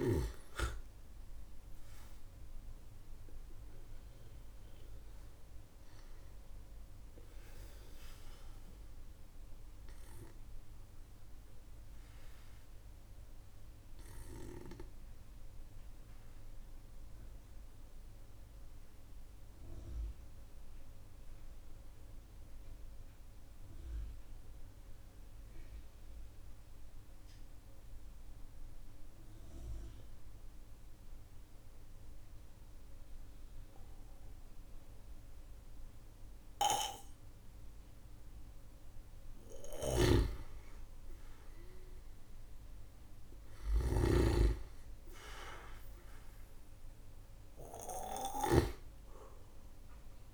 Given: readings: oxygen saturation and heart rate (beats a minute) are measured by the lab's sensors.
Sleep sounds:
breathing in sleep by a room microphone; 1
0.00-4.00 s: arousal
7.00-36.50 s: obstructive apnea (oxygen 97% before, 91% lowest, heart rate 56 before, 48 extreme, up 14 after)
38.00-42.00 s: arousal
39.50-48.50 s: snoring (device-marked)
42.50-50.34 s: oxygen desaturation (device-marked, oxygen 98% before, 91% lowest, heart rate 55 before, 47 extreme)
From the record:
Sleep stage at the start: N2 (light sleep); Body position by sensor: on the back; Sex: male

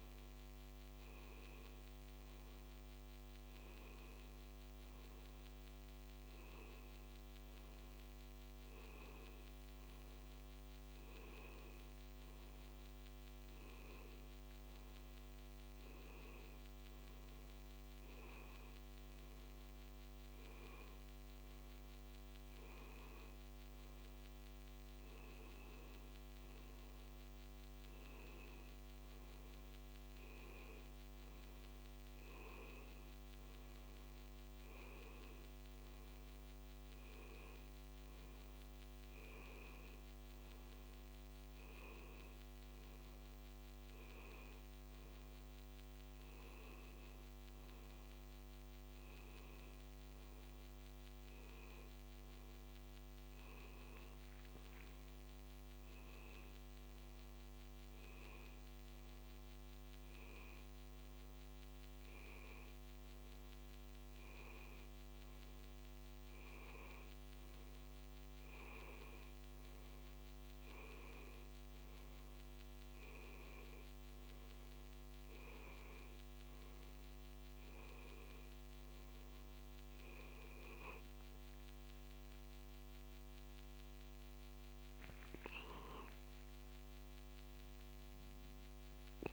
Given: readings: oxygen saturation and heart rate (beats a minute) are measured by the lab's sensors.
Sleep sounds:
a person awake in a sleep study, hard to hear, by a microphone on the trachea; none
none scored
From the record:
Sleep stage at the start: awake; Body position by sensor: on the back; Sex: male

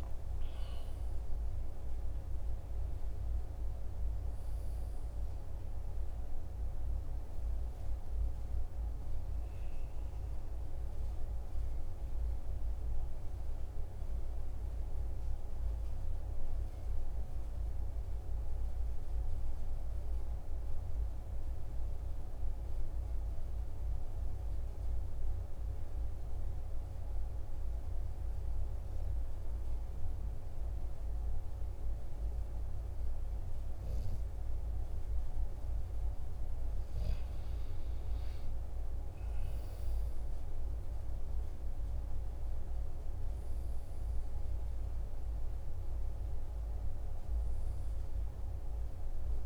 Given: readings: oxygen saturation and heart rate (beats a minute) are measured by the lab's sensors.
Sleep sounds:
breathing in sleep, hard to hear, by a room microphone; 1
0.00-28.00 s: oxygen desaturation (device-marked, oxygen 92% lowest, heart rate 43 extreme)
15.00-36.00 s: mixed apnea (oxygen 97% before, 92% lowest, heart rate 53 before, 44 extreme, up 3 after)
37.50-42.00 s: arousal
From the record:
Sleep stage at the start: N2 (light sleep); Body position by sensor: on the right side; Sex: male

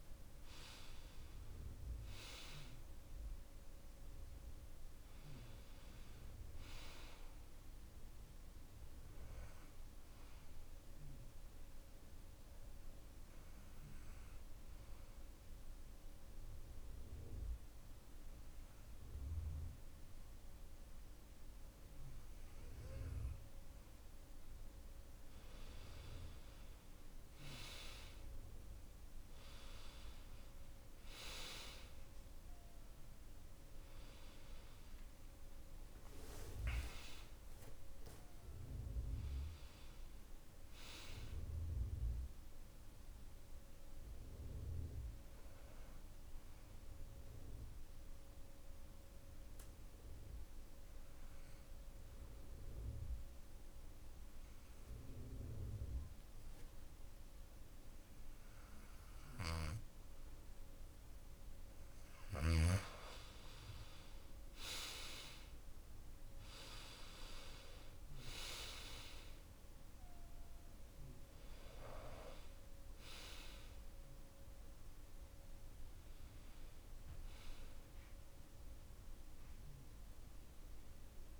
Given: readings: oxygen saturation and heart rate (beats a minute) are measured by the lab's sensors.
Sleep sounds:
breathing in sleep by a room microphone; 2
10.50-23.00 s: obstructive apnea (oxygen 96% before, 90% lowest)
25.50-29.00 s: arousal
30.50-50.50 s: oxygen desaturation (device-marked, oxygen 96% before, 91% lowest)
35.50-38.50 s: arousal
46.00-60.00 s: obstructive apnea (oxygen 96% before, 90% lowest)
61.00-65.00 s: arousal
65.50-81.40 s: oxygen desaturation (device-marked, oxygen 97% before, 90% lowest)
From the record:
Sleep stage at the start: N2 (light sleep); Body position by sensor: on the back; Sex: male

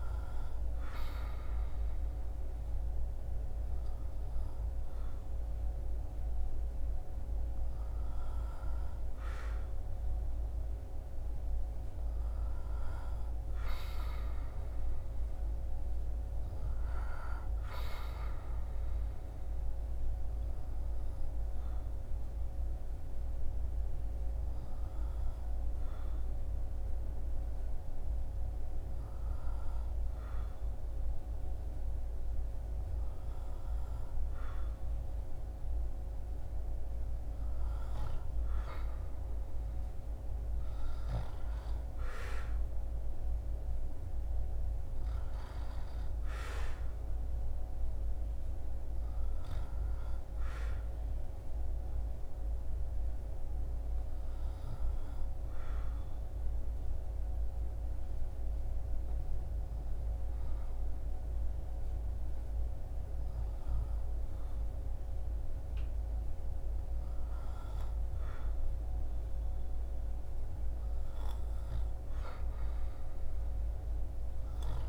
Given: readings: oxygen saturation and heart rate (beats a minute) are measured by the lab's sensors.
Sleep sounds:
breathing in sleep, hard to hear, by a room microphone; 2
0.00-2.00 s: arousal
21.00-34.00 s: hypopnea (oxygen 99% before, 97% lowest, heart rate 70 before, 67 extreme, up 8 after)
37.50-42.00 s: arousal
52.00-67.00 s: hypopnea (oxygen 98% before, 96% lowest, heart rate 72 before, 70 extreme, up 6 after)
69.50-73.50 s: arousal
From the record:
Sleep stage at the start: N2 (light sleep); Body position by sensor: on the back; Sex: male

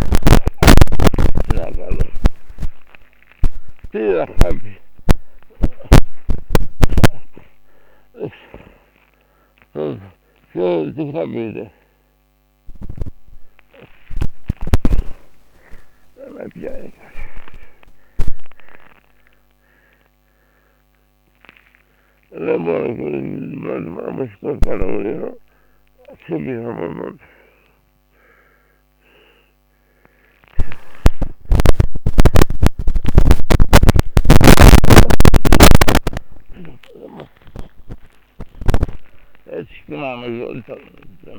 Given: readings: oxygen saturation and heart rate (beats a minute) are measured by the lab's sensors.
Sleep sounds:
a person awake in a sleep study, by a microphone on the trachea; none
0.00-1.50 s: snoring (device-marked)
3.50-8.00 s: snoring (device-marked)
36.00-41.39 s: snoring (device-marked)
From the record:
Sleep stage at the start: awake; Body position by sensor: on the back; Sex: male

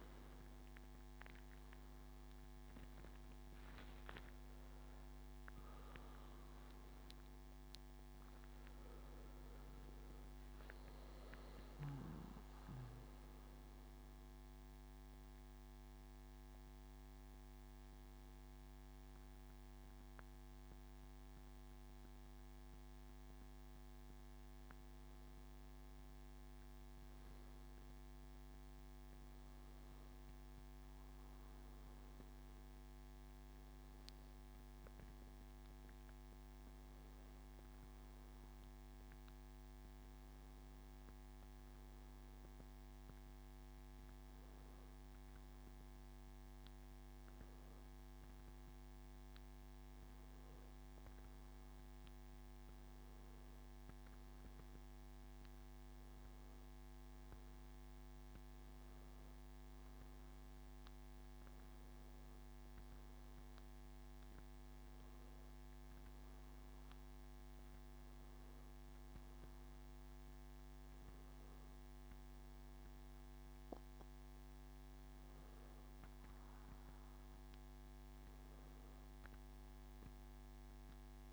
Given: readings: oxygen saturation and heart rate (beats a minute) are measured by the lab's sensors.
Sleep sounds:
breathing in sleep, hard to hear, by a microphone on the trachea; none
30.00-45.00 s: oxygen desaturation (device-marked, oxygen 99% before, 94% lowest, heart rate 91 before, 88 extreme)
From the record:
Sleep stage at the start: N1 (lightest sleep); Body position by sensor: on the back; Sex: male

